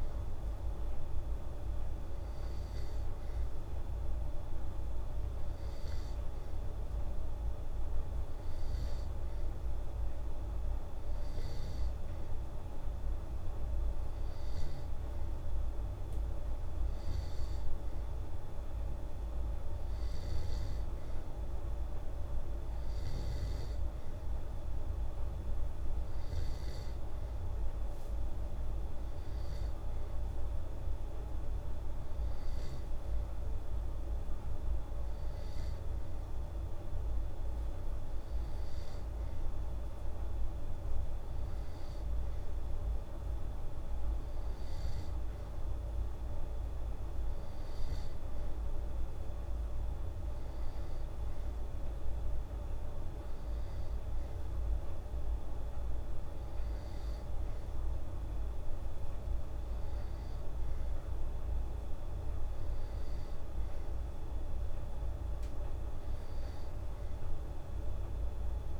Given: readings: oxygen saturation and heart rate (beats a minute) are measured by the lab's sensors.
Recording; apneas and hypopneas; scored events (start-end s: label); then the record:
breathing in sleep, hard to hear, by a room microphone; none
none scored
From the record:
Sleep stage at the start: N2 (light sleep); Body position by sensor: on the back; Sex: female